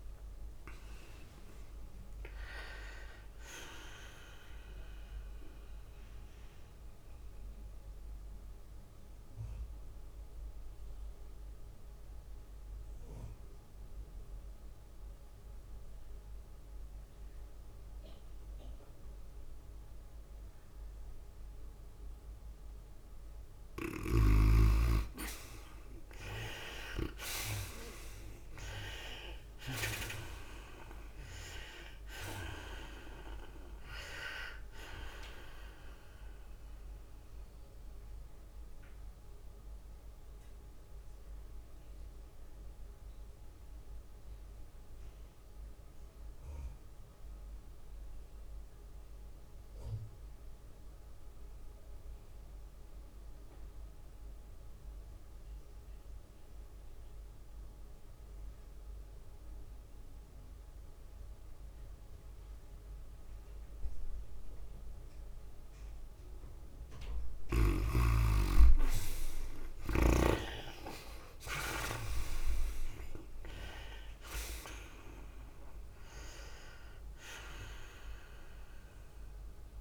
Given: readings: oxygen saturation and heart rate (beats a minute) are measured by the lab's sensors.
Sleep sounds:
breathing in sleep by a room microphone; 2
0.00-3.50 s: arousal
0.00-12.00 s: drop in pulse transit time (device-marked, heart rate 102 extreme)
0.00-14.00 s: oxygen desaturation (device-marked, oxygen 61% lowest, heart rate 61 extreme)
0.00-16.00 s: tachycardia (device-marked, heart rate 116 extreme)
6.50-24.00 s: obstructive apnea (oxygen 79% before, 61% lowest, heart rate 90 before, 93 extreme, up 16 after)
16.00-45.00 s: oxygen desaturation (device-marked, oxygen 97% before, 70% lowest, heart rate 111 before, 87 extreme)
18.50-20.50 s: long interval between heartbeats (device-marked, heart rate 111 before, 95 extreme)
23.00-47.00 s: tachycardia (device-marked, heart rate 103 before, 112 extreme)
28.00-32.00 s: arousal
30.00-44.00 s: drop in pulse transit time (device-marked, heart rate 102 before, 106 extreme)
37.00-67.00 s: mixed apnea (oxygen 97% before, 65% lowest, heart rate 103 before, 87 extreme, up 18 after)
49.00-53.00 s: tachycardia (device-marked, heart rate 103 before, 103 extreme)
54.00-79.81 s: oxygen desaturation (device-marked, oxygen 98% before, 67% lowest, heart rate 107 before, 87 extreme)
56.50-58.50 s: long interval between heartbeats (device-marked, heart rate 106 before, 100 extreme)
68.00-71.50 s: arousal
71.00-79.81 s: tachycardia (device-marked, heart rate 104 before, 112 extreme)
74.00-79.81 s: drop in pulse transit time (device-marked, heart rate 93 before, 105 extreme)
From the record:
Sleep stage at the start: N2 (light sleep); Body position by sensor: on the right side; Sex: female

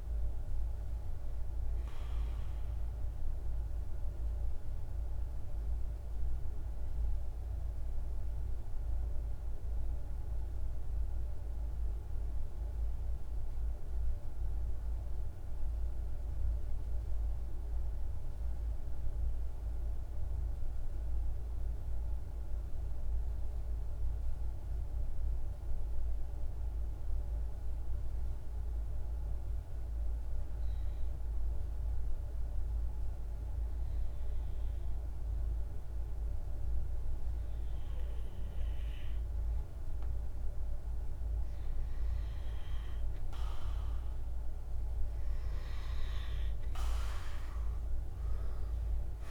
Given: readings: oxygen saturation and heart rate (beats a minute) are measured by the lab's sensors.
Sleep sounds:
breathing in sleep, hard to hear, by a room microphone; 1
0.00-13.50 s: oxygen desaturation (device-marked, oxygen 88% lowest, heart rate 48 extreme)
2.50-42.50 s: mixed apnea (oxygen 98% before, 88% lowest, heart rate 55 before, 48 extreme, up 5 after)
30.50-49.31 s: oxygen desaturation (device-marked, oxygen 99% before, 89% lowest, heart rate 49 before, 49 extreme)
45.00-49.31 s: arousal
From the record:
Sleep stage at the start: N2 (light sleep); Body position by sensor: on the right side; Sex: male

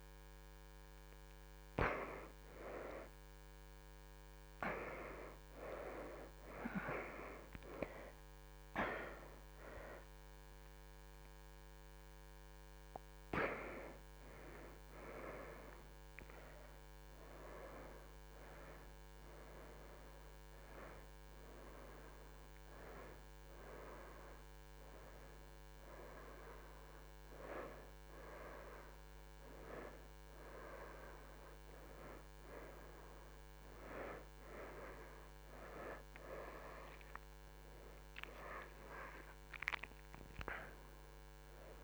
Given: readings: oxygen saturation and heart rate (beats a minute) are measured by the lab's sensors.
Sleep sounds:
a person awake in a sleep study, by a microphone on the trachea; none
5.50-16.50 s: oxygen desaturation (device-marked, oxygen 92% before, 87% lowest, heart rate 103 before, 79 extreme)
39.50-41.84 s: oxygen desaturation (device-marked, oxygen 93% before, 88% lowest, heart rate 81 before, 76 extreme)
From the record:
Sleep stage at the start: awake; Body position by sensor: on the right side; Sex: female

